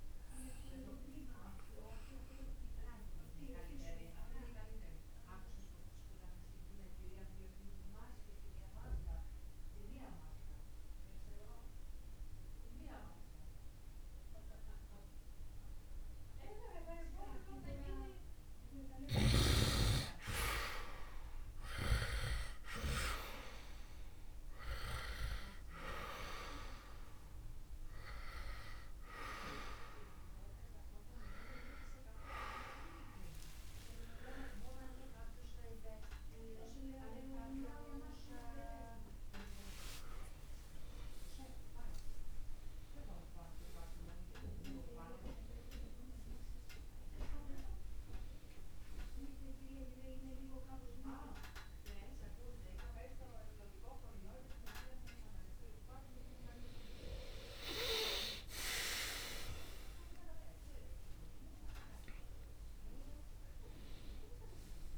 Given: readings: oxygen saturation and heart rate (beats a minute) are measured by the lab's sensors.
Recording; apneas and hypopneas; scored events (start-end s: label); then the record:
a person partly awake in a sleep study, by a room microphone; 1
0.00-14.00 s: oxygen desaturation (device-marked, oxygen 98% before, 92% lowest, heart rate 68 before, 61 extreme)
2.00-17.50 s: obstructive apnea (oxygen 98% before, 87% lowest, heart rate 67 before, 61 extreme)
22.00-48.00 s: oxygen desaturation (device-marked, oxygen 97% before, 87% lowest, heart rate 66 before, 65 extreme)
30.00-60.00 s: new sleep stage, awake
60.00-64.98 s: new sleep stage, N1 (lightest sleep)
From the record:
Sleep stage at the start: N2 (light sleep); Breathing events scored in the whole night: 244 in 3.0 hours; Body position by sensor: on the right side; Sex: male